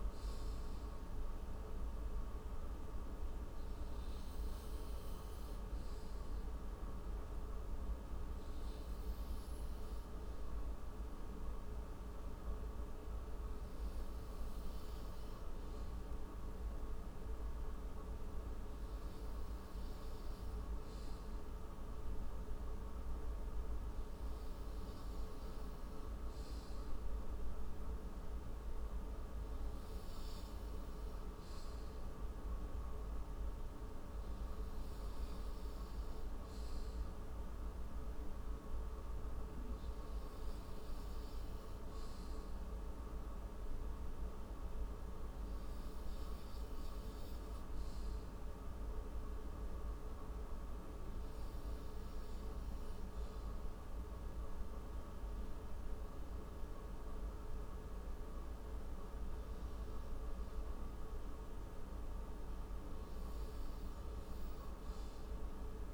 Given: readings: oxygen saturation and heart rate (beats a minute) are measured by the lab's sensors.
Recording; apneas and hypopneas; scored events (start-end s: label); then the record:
breathing in sleep, hard to hear, by a room microphone; 1
30.50-34.00 s: arousal
42.50-57.50 s: hypopnea (oxygen 99% before, 88% lowest, heart rate 60 before, 46 extreme, up 28 after)
45.00-65.94 s: oxygen desaturation (device-marked, oxygen 98% before, 93% lowest, heart rate 62 before, 46 extreme)
53.00-65.94 s: new sleep stage, REM sleep
59.50-63.50 s: arousal
From the record:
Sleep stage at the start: N2 (light sleep); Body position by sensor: on the right side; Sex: male